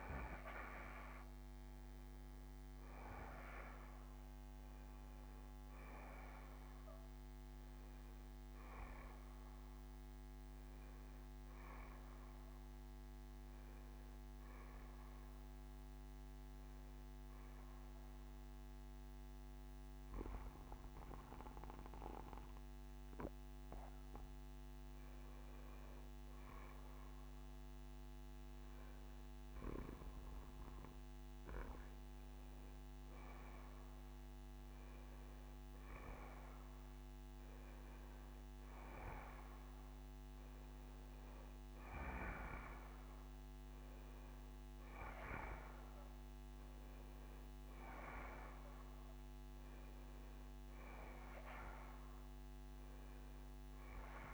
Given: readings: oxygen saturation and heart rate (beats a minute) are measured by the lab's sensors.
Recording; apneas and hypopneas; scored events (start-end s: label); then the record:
breathing in sleep by a microphone on the trachea; 1
0.00-11.50 s: bradycardia (device-marked, heart rate 41 extreme)
0.00-12.50 s: oxygen desaturation (device-marked, oxygen 89% lowest, heart rate 41 extreme)
14.00-24.50 s: hypopnea (oxygen 95% before, 91% lowest, heart rate 50 before, 42 extreme, up 4 after)
14.50-54.34 s: new sleep stage, N2 (light sleep)
27.50-31.50 s: arousal
30.50-43.50 s: oxygen desaturation (device-marked, oxygen 95% before, 91% lowest, heart rate 59 before, 42 extreme)
30.50-45.50 s: bradycardia (device-marked, heart rate 66 before, 42 extreme)
From the record:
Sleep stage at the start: N1 (lightest sleep); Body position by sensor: on the back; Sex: male